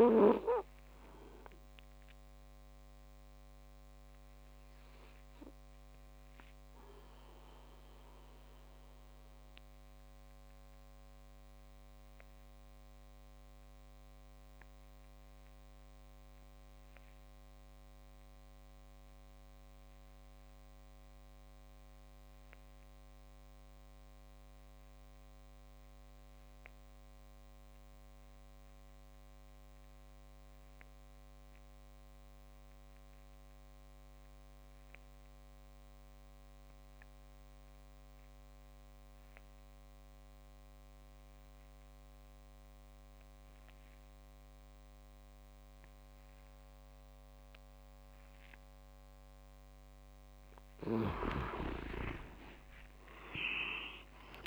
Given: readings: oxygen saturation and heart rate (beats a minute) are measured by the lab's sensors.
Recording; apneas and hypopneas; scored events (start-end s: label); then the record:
breathing in sleep by a microphone on the trachea; 1
0.00-18.00 s: oxygen desaturation (device-marked, oxygen 87% lowest)
7.00-50.00 s: obstructive apnea (oxygen 96% before, 82% lowest)
51.00-54.47 s: oxygen desaturation (device-marked, oxygen 97% before, 91% lowest)
52.00-54.47 s: arousal
From the record:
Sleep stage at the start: REM sleep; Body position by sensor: on the back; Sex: male